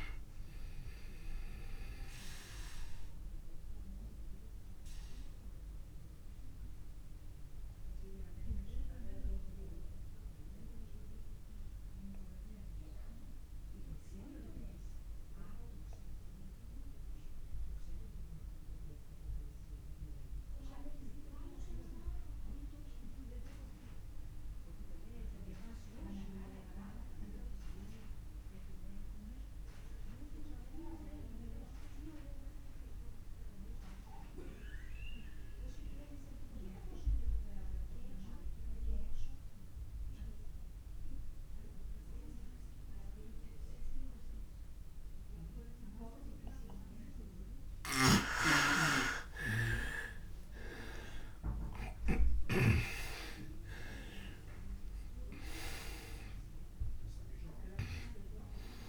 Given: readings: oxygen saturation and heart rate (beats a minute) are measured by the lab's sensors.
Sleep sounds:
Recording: breathing in sleep by a room microphone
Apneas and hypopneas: 1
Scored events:
0.00-18.00 s: oxygen desaturation (device-marked, oxygen 84% lowest, heart rate 35 extreme)
2.00-46.50 s: obstructive apnea (oxygen 98% before, 81% lowest)
35.00-58.89 s: oxygen desaturation (device-marked, oxygen 99% before, 81% lowest)
47.50-52.50 s: snoring (device-marked)
49.50-55.00 s: arousal
From the record:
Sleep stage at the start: N2 (light sleep)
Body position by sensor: on the back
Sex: male

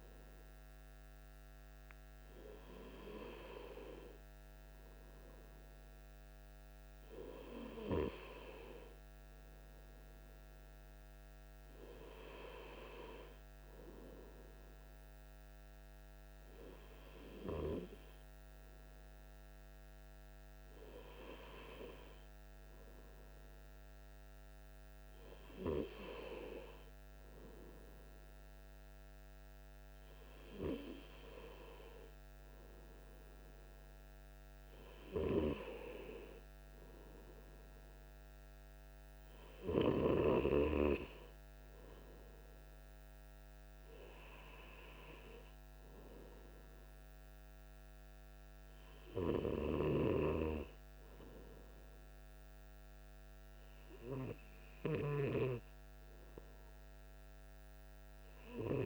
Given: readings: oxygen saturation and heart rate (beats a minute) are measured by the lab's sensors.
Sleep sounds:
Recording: breathing in sleep by a microphone on the trachea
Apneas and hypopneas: none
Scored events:
none scored
From the record:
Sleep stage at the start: N2 (light sleep)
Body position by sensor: on the right side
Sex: male

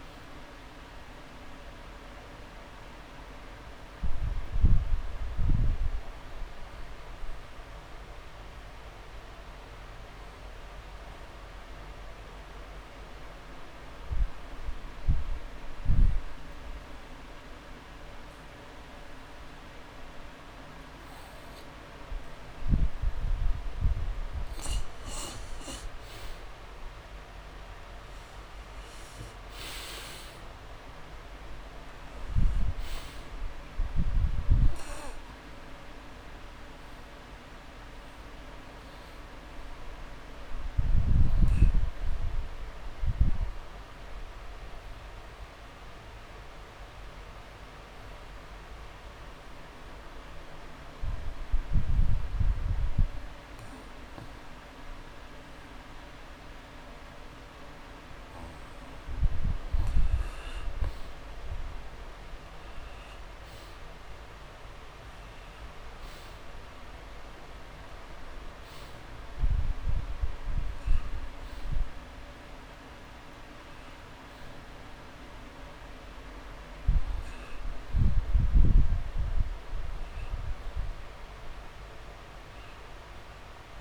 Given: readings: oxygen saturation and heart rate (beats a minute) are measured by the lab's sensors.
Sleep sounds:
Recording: breathing in sleep, hard to hear, by a room microphone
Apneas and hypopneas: 2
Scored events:
6.50-8.50 s: long interval between heartbeats (device-marked)
7.00-24.00 s: obstructive apnea (oxygen 97% before, 87% lowest)
26.50-30.00 s: arousal
27.50-68.50 s: oxygen desaturation (device-marked, oxygen 97% before, 87% lowest)
44.50-59.00 s: hypopnea (oxygen 97% before, 87% lowest)
60.50-63.50 s: arousal
75.50-83.81 s: oxygen desaturation (device-marked, oxygen 98% before, 93% lowest)
80.00-82.00 s: long interval between heartbeats (device-marked)
From the record:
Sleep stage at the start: N2 (light sleep)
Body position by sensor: on the back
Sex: male

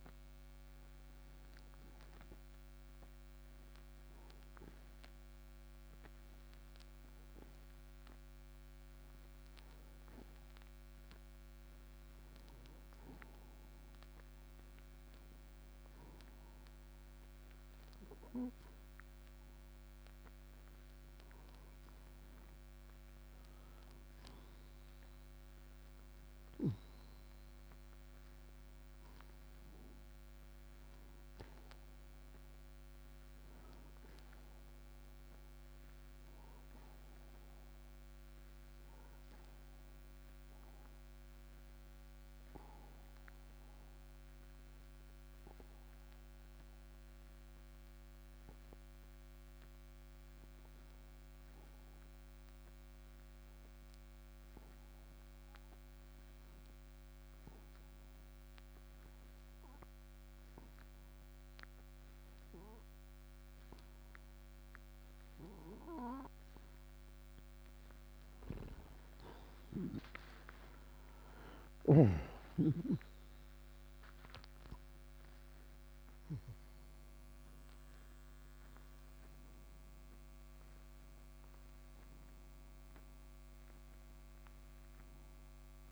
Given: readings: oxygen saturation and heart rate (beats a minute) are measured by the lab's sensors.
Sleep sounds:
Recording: breathing in sleep by a microphone on the trachea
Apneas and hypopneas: 2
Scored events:
0.00-4.50 s: oxygen desaturation (device-marked, oxygen 84% lowest)
6.00-20.00 s: obstructive apnea (oxygen 93% before, 90% lowest)
22.50-27.00 s: arousal
24.50-56.50 s: oxygen desaturation (device-marked, oxygen 98% before, 91% lowest)
39.00-67.50 s: obstructive apnea (oxygen 98% before, 85% lowest)
64.50-85.92 s: oxygen desaturation (device-marked, oxygen 97% before, 85% lowest)
71.00-76.00 s: arousal
From the record:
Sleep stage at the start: N2 (light sleep)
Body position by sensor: on the right side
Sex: male

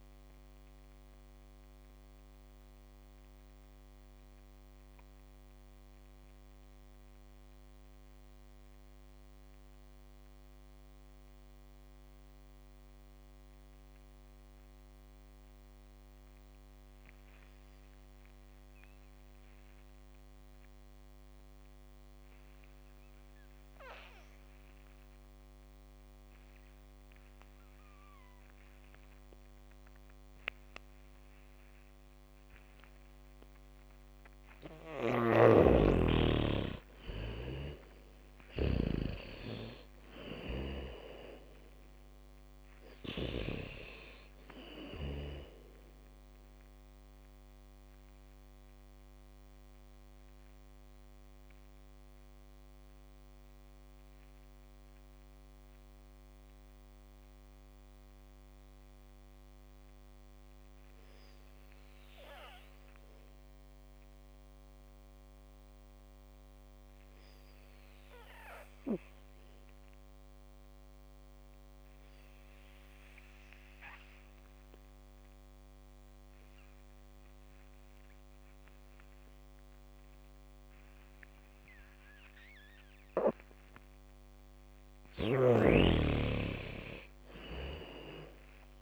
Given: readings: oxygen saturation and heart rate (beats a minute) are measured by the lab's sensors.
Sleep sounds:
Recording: breathing in sleep by a microphone on the trachea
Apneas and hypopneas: 2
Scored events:
0.00-20.00 s: oxygen desaturation (device-marked, oxygen 72% lowest, heart rate 50 extreme)
2.00-34.00 s: mixed apnea (oxygen 99% before, 72% lowest, heart rate 61 before, 56 extreme, up 4 after)
26.00-61.00 s: oxygen desaturation (device-marked, oxygen 99% before, 72% lowest, heart rate 73 before, 56 extreme)
27.00-30.00 s: bradycardia (device-marked, heart rate 70 before, 61 extreme)
35.00-37.00 s: bradycardia (device-marked, heart rate 69 before, 60 extreme)
35.50-39.50 s: snoring (device-marked)
36.50-40.50 s: arousal
38.00-40.00 s: bradycardia (device-marked, heart rate 69 before, 58 extreme)
48.50-84.50 s: mixed apnea (oxygen 99% before, 72% lowest, heart rate 63 before, 57 extreme, up 7 after)
67.00-88.82 s: oxygen desaturation (device-marked, oxygen 100% before, 72% lowest, heart rate 76 before, 57 extreme)
82.00-86.00 s: bradycardia (device-marked, heart rate 69 before, 59 extreme)
87.50-88.82 s: arousal
From the record:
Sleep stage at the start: N2 (light sleep)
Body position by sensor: on the back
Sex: female

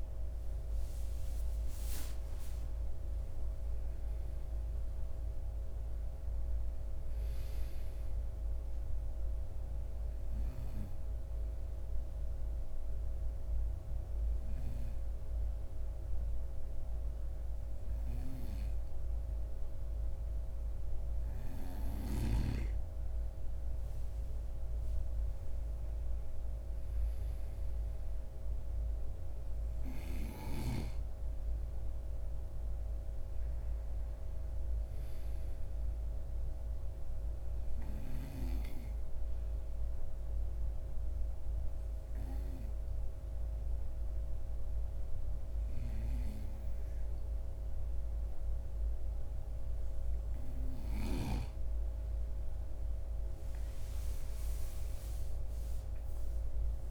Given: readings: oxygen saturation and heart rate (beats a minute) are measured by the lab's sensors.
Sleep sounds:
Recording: breathing in sleep by a room microphone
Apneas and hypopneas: 2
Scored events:
10.00-21.00 s: obstructive apnea (oxygen 96% before, 92% lowest, heart rate 60 before, 53 extreme, up 9 after)
23.50-28.00 s: arousal
36.50-50.50 s: obstructive apnea (oxygen 96% before, 92% lowest, heart rate 59 before, 55 extreme, up 9 after)
52.50-56.91 s: arousal
From the record:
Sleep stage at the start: N2 (light sleep)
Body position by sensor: on the right side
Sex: male

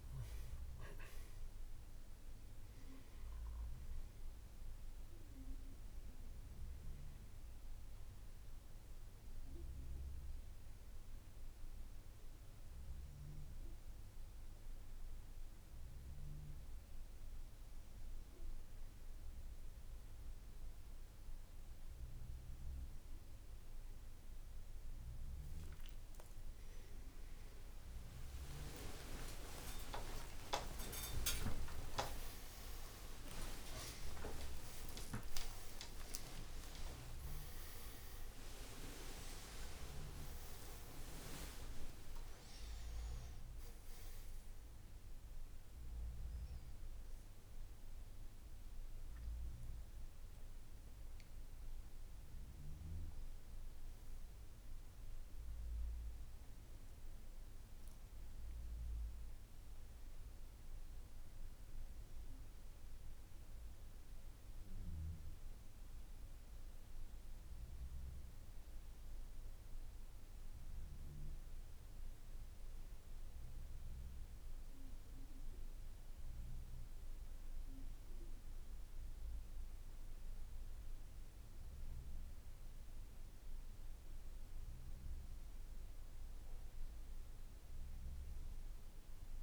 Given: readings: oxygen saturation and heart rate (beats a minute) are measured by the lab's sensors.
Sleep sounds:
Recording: breathing in sleep by a room microphone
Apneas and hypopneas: none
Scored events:
0.00-9.00 s: oxygen desaturation (device-marked, oxygen 93% lowest, heart rate 63 extreme)
29.50-31.50 s: long interval between heartbeats (device-marked, heart rate 65 before, 85 extreme)
30.00-32.00 s: tachycardia (device-marked, heart rate 59 before, 98 extreme)
31.50-33.50 s: long interval between heartbeats (device-marked, heart rate 67 before, 98 extreme)
From the record:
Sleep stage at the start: N1 (lightest sleep)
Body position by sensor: on the back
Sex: male

